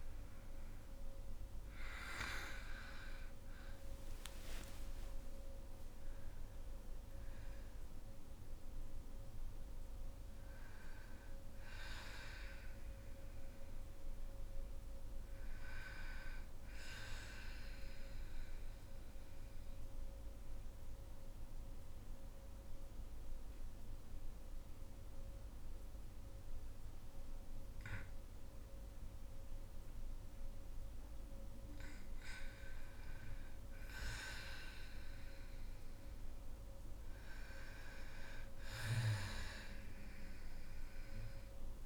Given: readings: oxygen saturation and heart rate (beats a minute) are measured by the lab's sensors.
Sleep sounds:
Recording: breathing in sleep by a room microphone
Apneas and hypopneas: 1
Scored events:
0.00-23.00 s: oxygen desaturation (device-marked, oxygen 92% lowest, heart rate 50 extreme)
0.50-4.00 s: arousal
17.00-31.00 s: obstructive apnea (oxygen 97% before, 92% lowest, heart rate 60 before, 50 extreme, up 10 after)
33.50-37.50 s: arousal
From the record:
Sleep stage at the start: N2 (light sleep)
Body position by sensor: on the back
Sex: female

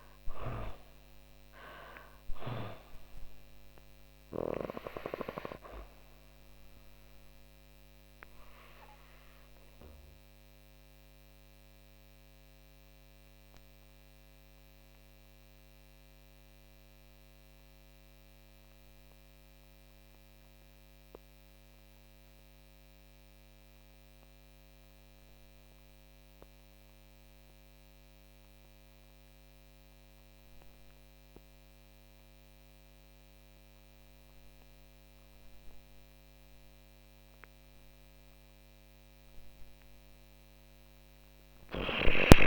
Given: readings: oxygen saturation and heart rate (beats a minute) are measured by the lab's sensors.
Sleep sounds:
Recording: breathing in sleep by a microphone on the trachea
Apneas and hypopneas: 1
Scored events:
0.00-25.00 s: oxygen desaturation (device-marked, oxygen 79% lowest)
8.00-38.00 s: obstructive apnea (oxygen 99% before, 79% lowest)
From the record:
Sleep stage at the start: N2 (light sleep)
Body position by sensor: on the back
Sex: female

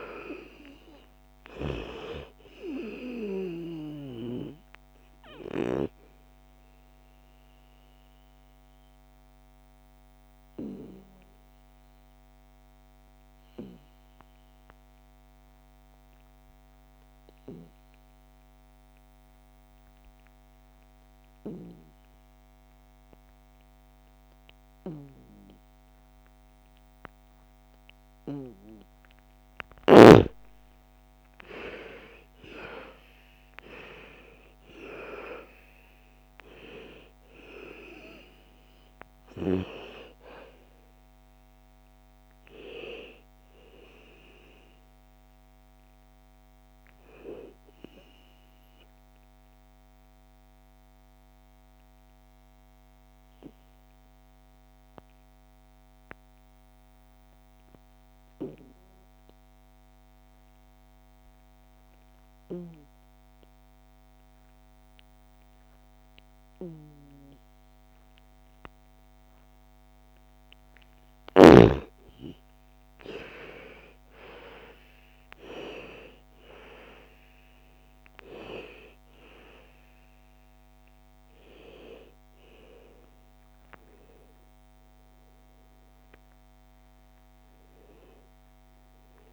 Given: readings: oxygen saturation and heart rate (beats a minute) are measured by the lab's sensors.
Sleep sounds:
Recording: breathing in sleep by a microphone on the trachea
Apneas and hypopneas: 2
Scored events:
0.00-15.00 s: oxygen desaturation (device-marked, oxygen 85% lowest, heart rate 55 extreme)
3.50-28.00 s: obstructive apnea (oxygen 99% before, 83% lowest, heart rate 62 before, 55 extreme, up 13 after)
27.00-51.00 s: oxygen desaturation (device-marked, oxygen 99% before, 84% lowest, heart rate 57 before, 57 extreme)
28.50-33.50 s: arousal
48.50-69.50 s: obstructive apnea (oxygen 99% before, 83% lowest, heart rate 67 before, 57 extreme, up 12 after)
71.00-89.33 s: oxygen desaturation (device-marked, oxygen 98% before, 83% lowest, heart rate 59 before, 67 extreme)
86.00-89.33 s: new sleep stage, awake
From the record:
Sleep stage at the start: N2 (light sleep)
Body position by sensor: on the back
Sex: female

